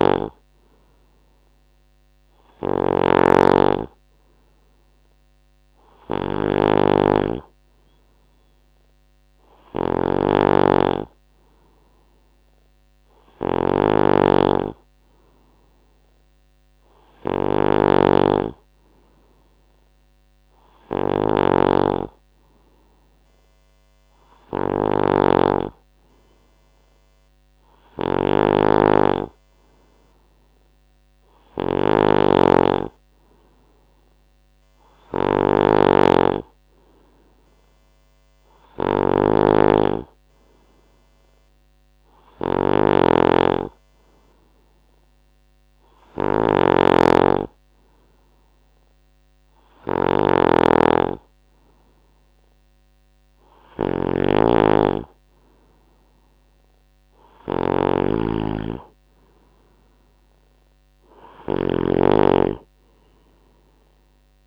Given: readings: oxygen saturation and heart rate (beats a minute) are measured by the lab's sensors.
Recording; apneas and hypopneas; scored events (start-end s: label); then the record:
breathing in sleep by a microphone on the trachea; none
0.00-64.47 s: snoring (device-marked)
From the record:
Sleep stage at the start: N2 (light sleep); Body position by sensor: on the right side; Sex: male